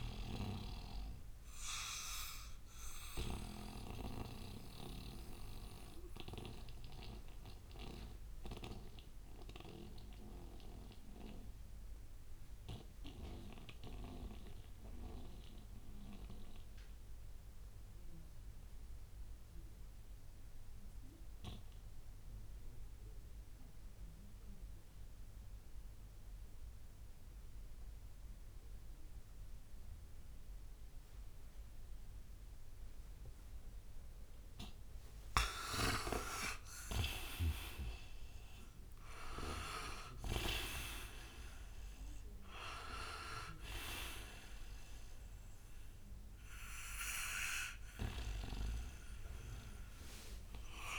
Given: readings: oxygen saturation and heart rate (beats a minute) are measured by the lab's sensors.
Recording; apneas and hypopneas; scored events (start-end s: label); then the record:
breathing in sleep by a room microphone; 1
0.00-4.00 s: snoring (device-marked)
0.00-23.50 s: oxygen desaturation (device-marked, oxygen 84% lowest, heart rate 58 extreme)
2.00-34.00 s: obstructive apnea (oxygen 99% before, 82% lowest, heart rate 72 before, 58 extreme, up 17 after)
34.50-50.99 s: oxygen desaturation (device-marked, oxygen 98% before, 82% lowest, heart rate 61 before, 59 extreme)
35.00-39.00 s: arousal
From the record:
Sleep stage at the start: N2 (light sleep); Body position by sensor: on the right side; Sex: male